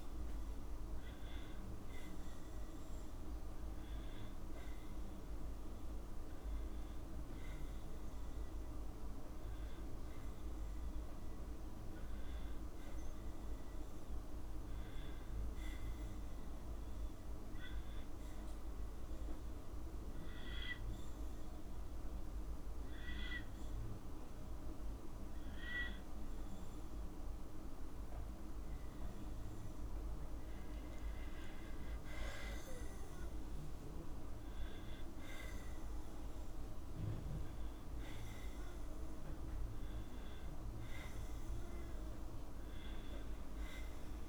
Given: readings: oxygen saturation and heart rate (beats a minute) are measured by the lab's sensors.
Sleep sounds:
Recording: a person awake in a sleep study, hard to hear, by a room microphone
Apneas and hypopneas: none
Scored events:
none scored
From the record:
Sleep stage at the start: awake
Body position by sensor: on the back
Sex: female

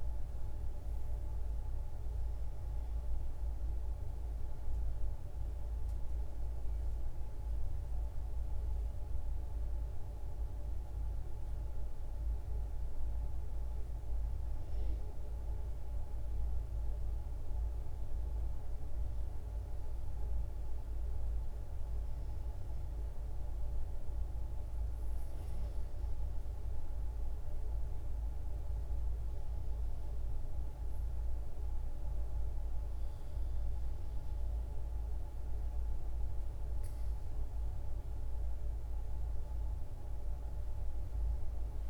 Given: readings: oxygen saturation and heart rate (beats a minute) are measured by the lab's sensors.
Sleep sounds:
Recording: breathing in sleep, hard to hear, by a room microphone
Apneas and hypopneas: none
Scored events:
none scored
From the record:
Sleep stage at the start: N2 (light sleep)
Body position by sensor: on the back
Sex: female

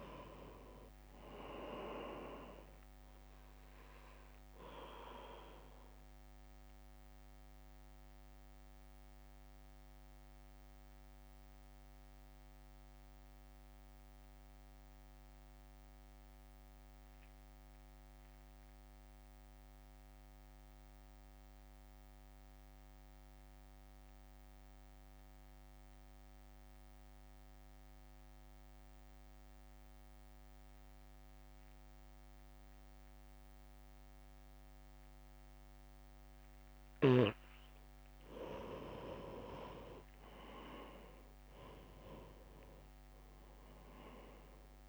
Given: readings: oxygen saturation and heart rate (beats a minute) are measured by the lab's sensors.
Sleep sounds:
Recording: breathing in sleep by a microphone on the trachea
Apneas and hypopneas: 1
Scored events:
0.00-9.00 s: oxygen desaturation (device-marked, oxygen 87% lowest, heart rate 53 extreme)
0.00-12.00 s: drop in pulse transit time (device-marked, heart rate 53 extreme)
6.50-37.00 s: mixed apnea (oxygen 98% before, 86% lowest, heart rate 56 before, 52 extreme, up 0 after)
15.00-29.00 s: oxygen desaturation (device-marked, oxygen 89% before, 86% lowest, heart rate 56 before, 52 extreme)
40.00-44.00 s: arousal
41.00-44.89 s: oxygen desaturation (device-marked, oxygen 99% before, 87% lowest, heart rate 65 before, 52 extreme)
From the record:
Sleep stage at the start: N2 (light sleep)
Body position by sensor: on the right side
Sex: male

